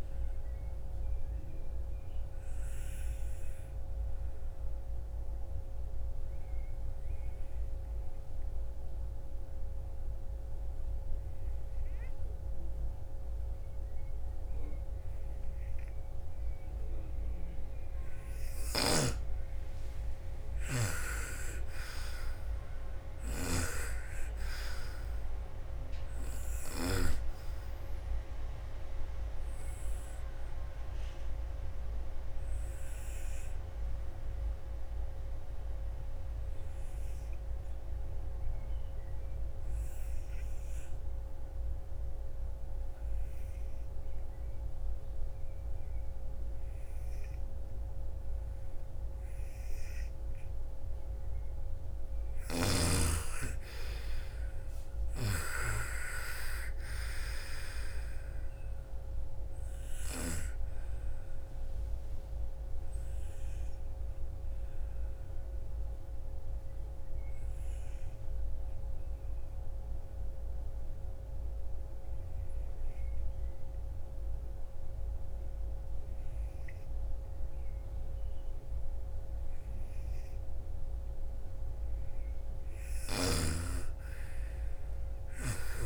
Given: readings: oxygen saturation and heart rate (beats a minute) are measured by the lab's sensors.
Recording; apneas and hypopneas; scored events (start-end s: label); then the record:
breathing in sleep by a room microphone; 3
0.00-9.50 s: oxygen desaturation (device-marked, oxygen 94% lowest, heart rate 55 extreme)
0.50-17.00 s: obstructive apnea (oxygen 98% before, 85% lowest, heart rate 63 before, 55 extreme, up 15 after)
16.50-37.50 s: oxygen desaturation (device-marked, oxygen 98% before, 88% lowest, heart rate 62 before, 33 extreme)
17.50-26.00 s: snoring (device-marked)
20.00-24.50 s: arousal
29.50-50.50 s: obstructive apnea (oxygen 98% before, 85% lowest, heart rate 62 before, 33 extreme, up 13 after)
49.50-79.50 s: oxygen desaturation (device-marked, oxygen 98% before, 85% lowest, heart rate 55 before, 38 extreme)
54.00-59.50 s: snoring (device-marked)
54.50-58.50 s: arousal
63.00-81.00 s: obstructive apnea (oxygen 98% before, 82% lowest, heart rate 46 before, 38 extreme, up 31 after)
82.00-85.85 s: snoring (device-marked)
84.00-85.85 s: arousal
From the record:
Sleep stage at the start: N2 (light sleep); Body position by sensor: on the right side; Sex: female